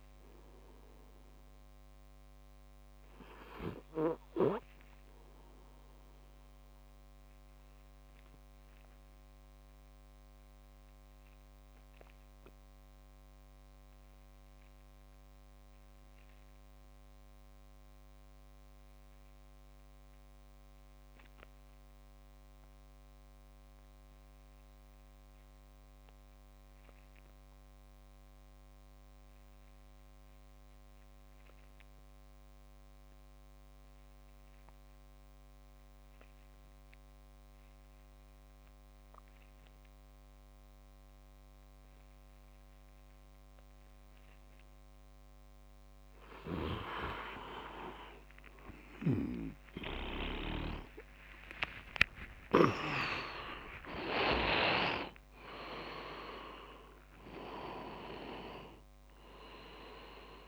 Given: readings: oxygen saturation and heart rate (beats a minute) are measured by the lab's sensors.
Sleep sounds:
breathing in sleep by a microphone on the trachea; 1
6.00-43.50 s: obstructive apnea (oxygen 98% before, 93% lowest, heart rate 62 before, 39 extreme, up 19 after)
49.00-58.50 s: leg movement (device-marked)
50.00-55.00 s: arousal
50.50-60.48 s: oxygen desaturation (device-marked, oxygen 97% before, 94% lowest)
From the record:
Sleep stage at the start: N2 (light sleep); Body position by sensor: on the back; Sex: male

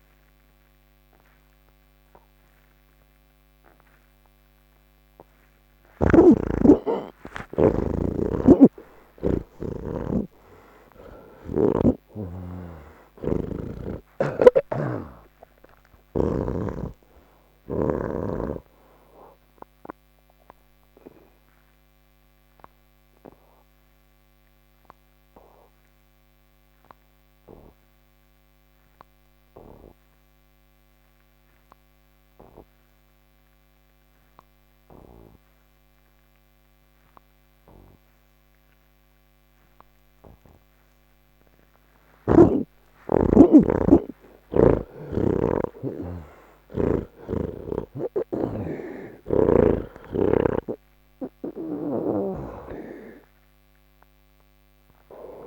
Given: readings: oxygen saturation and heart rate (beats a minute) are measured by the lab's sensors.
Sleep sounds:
breathing in sleep by a microphone on the trachea; none
0.00-12.50 s: oxygen desaturation (device-marked, oxygen 85% lowest, heart rate 104 extreme)
8.00-11.50 s: snoring (device-marked)
14.50-38.50 s: oxygen desaturation (device-marked, oxygen 88% before, 76% lowest, heart rate 176 before, 89 extreme)
53.50-55.47 s: oxygen desaturation (device-marked, oxygen 93% before, 81% lowest, heart rate 112 before, 66 extreme)
From the record:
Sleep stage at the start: N1 (lightest sleep); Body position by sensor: on the back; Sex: male

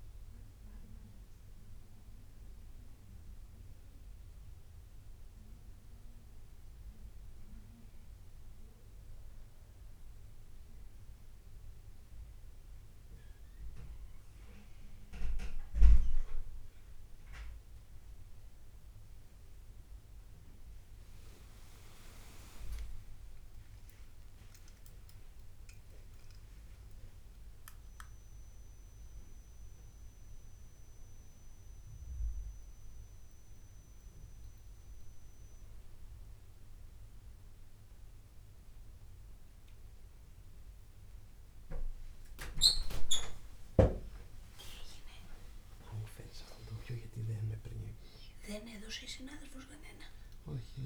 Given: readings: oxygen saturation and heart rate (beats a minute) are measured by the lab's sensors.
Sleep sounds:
a person awake in a sleep study, by a room microphone; none
0.00-18.00 s: oxygen desaturation (device-marked, oxygen 93% lowest, heart rate 85 extreme)
9.00-50.86 s: new sleep stage, awake
From the record:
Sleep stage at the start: N2 (light sleep); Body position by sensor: on the right side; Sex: male

